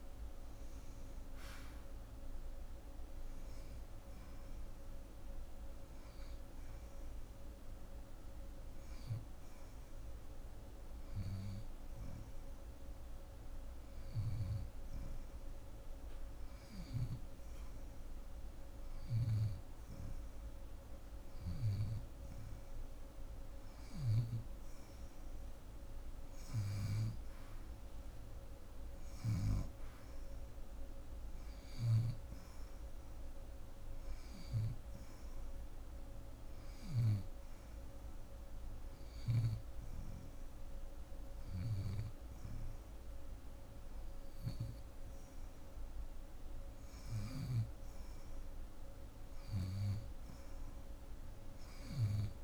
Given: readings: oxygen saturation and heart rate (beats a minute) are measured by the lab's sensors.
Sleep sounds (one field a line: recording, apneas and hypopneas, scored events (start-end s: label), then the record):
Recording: breathing in sleep by a room microphone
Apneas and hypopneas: none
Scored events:
31.00-36.50 s: snoring (device-marked)
From the record:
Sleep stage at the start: N2 (light sleep)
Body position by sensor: on the left side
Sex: female